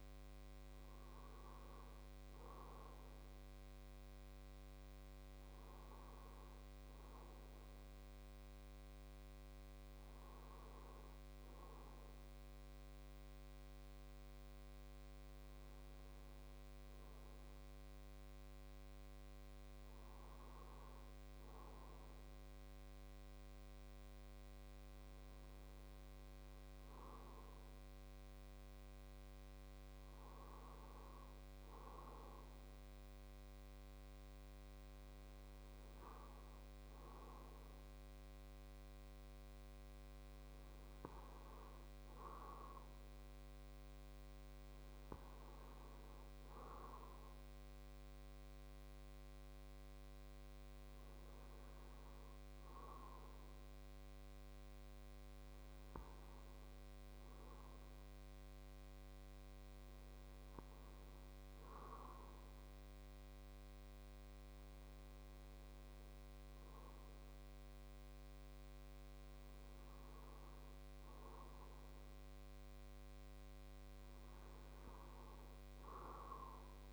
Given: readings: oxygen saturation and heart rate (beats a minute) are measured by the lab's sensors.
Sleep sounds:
breathing in sleep, hard to hear, by a microphone on the trachea; none
none scored
From the record:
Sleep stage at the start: N2 (light sleep); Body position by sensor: on the right side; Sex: male

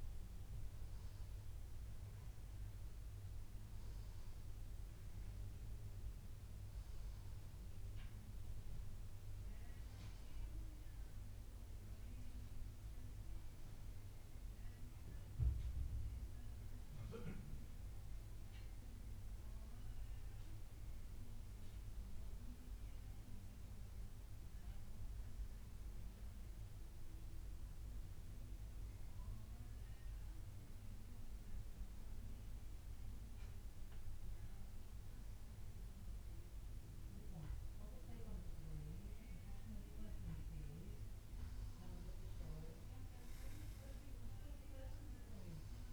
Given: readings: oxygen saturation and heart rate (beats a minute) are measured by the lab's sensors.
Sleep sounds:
breathing in sleep by a room microphone; none
none scored
From the record:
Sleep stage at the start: N1 (lightest sleep); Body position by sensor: on the back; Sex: male

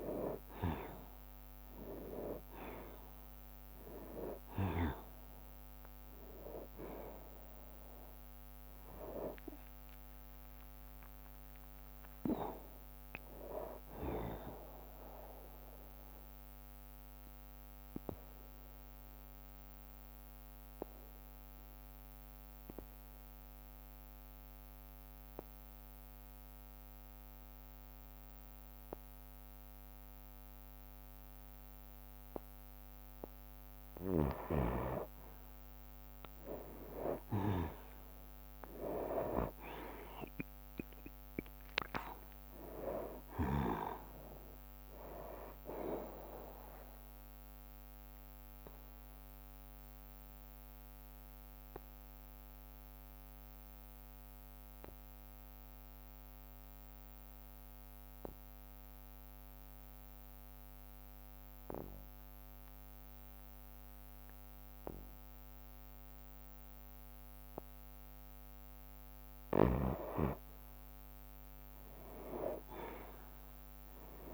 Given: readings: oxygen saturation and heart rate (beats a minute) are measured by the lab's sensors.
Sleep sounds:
breathing in sleep by a microphone on the trachea; 2
0.00-4.00 s: arousal
0.50-14.50 s: drop in pulse transit time (device-marked, heart rate 61 before, 64 extreme)
3.50-27.50 s: oxygen desaturation (device-marked, oxygen 97% before, 90% lowest, heart rate 61 before, 56 extreme)
5.00-7.00 s: long interval between heartbeats (device-marked, heart rate 61 before, 68 extreme)
14.00-33.50 s: obstructive apnea (oxygen 97% before, 88% lowest, heart rate 65 before, 56 extreme, up 10 after)
20.50-30.50 s: bradycardia (device-marked, heart rate 66 before, 56 extreme)
36.50-41.00 s: arousal
37.50-50.50 s: drop in pulse transit time (device-marked, heart rate 60 before, 62 extreme)
38.50-64.50 s: oxygen desaturation (device-marked, oxygen 97% before, 88% lowest, heart rate 60 before, 56 extreme)
48.00-50.00 s: long interval between heartbeats (device-marked, heart rate 63 before, 73 extreme)
48.00-68.50 s: obstructive apnea (oxygen 97% before, 87% lowest, heart rate 63 before, 56 extreme, up 8 after)
51.50-64.50 s: bradycardia (device-marked, heart rate 65 before, 56 extreme)
71.00-74.34 s: arousal
72.50-74.34 s: oxygen desaturation (device-marked, oxygen 97% before, 87% lowest, heart rate 59 before, 58 extreme)
From the record:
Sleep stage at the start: N2 (light sleep); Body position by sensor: on the back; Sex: male

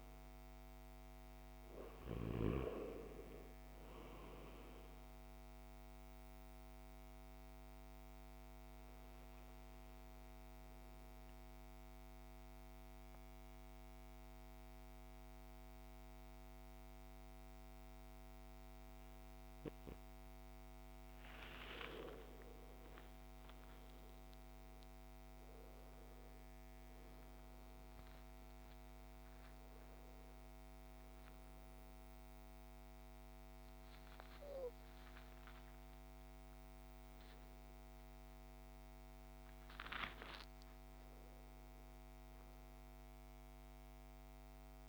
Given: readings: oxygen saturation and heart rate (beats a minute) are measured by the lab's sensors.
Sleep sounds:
breathing in sleep by a microphone on the trachea; 1
0.00-2.00 s: arousal
2.00-17.00 s: oxygen desaturation (device-marked, oxygen 97% before, 92% lowest, heart rate 57 before, 55 extreme)
5.50-20.50 s: obstructive apnea (oxygen 98% before, 88% lowest, heart rate 57 before, 55 extreme, up 15 after)
22.00-26.00 s: arousal
30.00-44.89 s: oxygen desaturation (device-marked, oxygen 98% before, 94% lowest, heart rate 60 before, 55 extreme)
From the record:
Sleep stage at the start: N2 (light sleep); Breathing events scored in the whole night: 528 in 6.7 hours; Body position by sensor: on the back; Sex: male

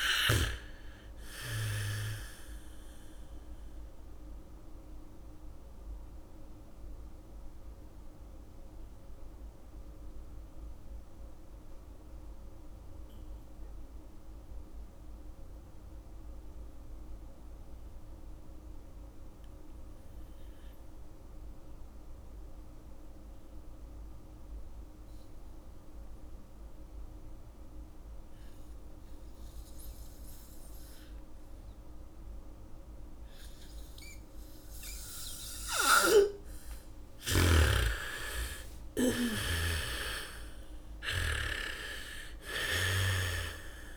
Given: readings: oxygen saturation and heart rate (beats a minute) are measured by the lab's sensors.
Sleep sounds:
breathing in sleep by a room microphone; 1
0.00-17.50 s: oxygen desaturation (device-marked, oxygen 82% lowest, heart rate 45 extreme)
5.00-34.00 s: mixed apnea (oxygen 99% before, 79% lowest, heart rate 60 before, 49 extreme, up 2 after)
27.50-43.97 s: oxygen desaturation (device-marked, oxygen 99% before, 79% lowest, heart rate 76 before, 49 extreme)
33.50-40.50 s: bradycardia (device-marked, heart rate 71 before, 49 extreme)
37.50-42.00 s: arousal
From the record:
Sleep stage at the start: N2 (light sleep); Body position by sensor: on the back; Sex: female

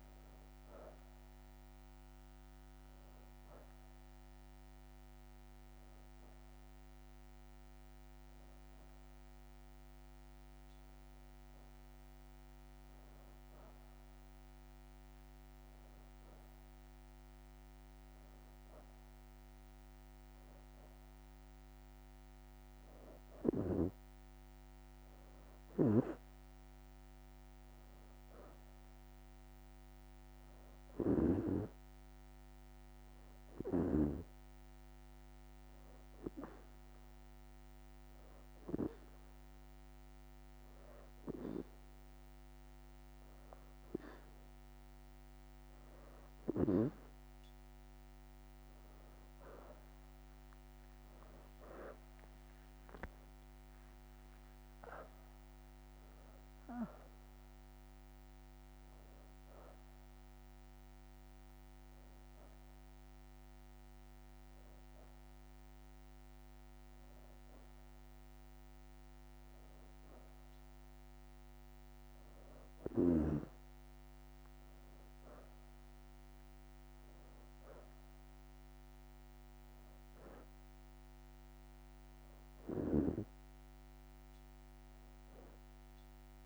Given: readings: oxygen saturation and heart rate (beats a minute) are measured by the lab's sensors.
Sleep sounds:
breathing in sleep by a microphone on the trachea; 1
0.00-2.00 s: leg movement (device-marked)
0.00-8.00 s: oxygen desaturation (device-marked, oxygen 86% lowest, heart rate 80 extreme)
5.00-9.00 s: leg movement (device-marked)
21.00-30.00 s: oxygen desaturation (device-marked, oxygen 94% before, 90% lowest, heart rate 83 before, 79 extreme)
32.00-41.00 s: oxygen desaturation (device-marked, oxygen 92% before, 89% lowest, heart rate 81 before, 79 extreme)
33.50-45.00 s: hypopnea (oxygen 94% before, 88% lowest, heart rate 81 before, 79 extreme, up 38 after)
47.00-69.00 s: oxygen desaturation (device-marked, oxygen 92% before, 88% lowest, heart rate 81 before, 79 extreme)
47.50-53.00 s: arousal
74.00-78.00 s: arousal
76.00-77.50 s: leg movement (device-marked)
78.00-86.46 s: oxygen desaturation (device-marked, oxygen 93% before, 90% lowest, heart rate 84 before, 82 extreme)
From the record:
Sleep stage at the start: N2 (light sleep); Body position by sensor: on the back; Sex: female

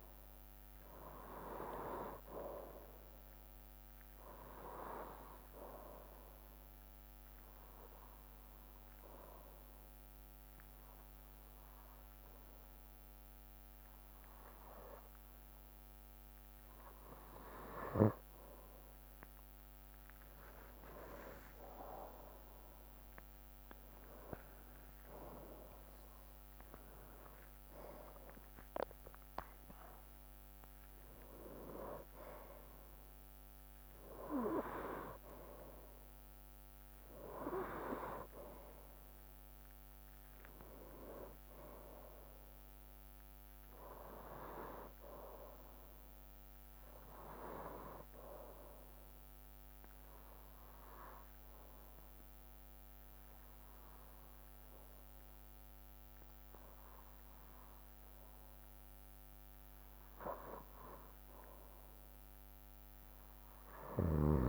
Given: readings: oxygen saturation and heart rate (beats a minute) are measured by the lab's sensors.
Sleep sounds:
breathing in sleep by a microphone on the trachea; 2
8.00-18.00 s: obstructive apnea (oxygen 96% before, 95% lowest, heart rate 67 before, 64 extreme, up 7 after)
21.00-27.00 s: arousal
22.00-36.00 s: drop in pulse transit time (device-marked, heart rate 65 before, 65 extreme)
50.00-60.00 s: obstructive apnea (oxygen 97% before, 93% lowest, heart rate 66 before, 62 extreme, up 2 after)
From the record:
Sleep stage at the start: N2 (light sleep); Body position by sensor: on the right side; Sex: male

